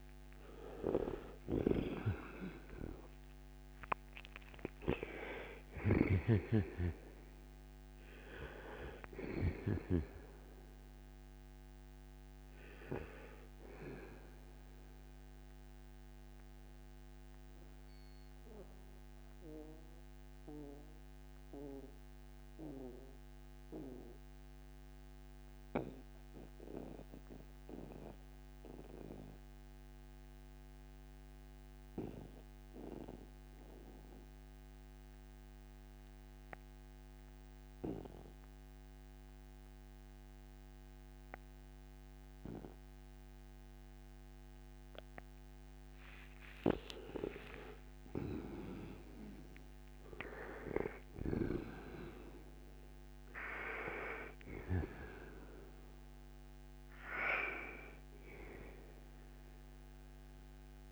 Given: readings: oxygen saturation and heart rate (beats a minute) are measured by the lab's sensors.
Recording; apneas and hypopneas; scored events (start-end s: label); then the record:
breathing in sleep by a microphone on the trachea; 1
0.00-3.00 s: arousal
0.00-9.50 s: snoring (device-marked)
0.00-32.50 s: oxygen desaturation (device-marked, oxygen 78% lowest, heart rate 58 extreme)
16.50-45.50 s: mixed apnea (oxygen 96% before, 78% lowest, heart rate 75 before, 58 extreme, up 31 after)
46.50-52.00 s: arousal
50.50-60.91 s: oxygen desaturation (device-marked, oxygen 98% before, 85% lowest, heart rate 66 before, 59 extreme)
From the record:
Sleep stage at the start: N2 (light sleep); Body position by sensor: on the right side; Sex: male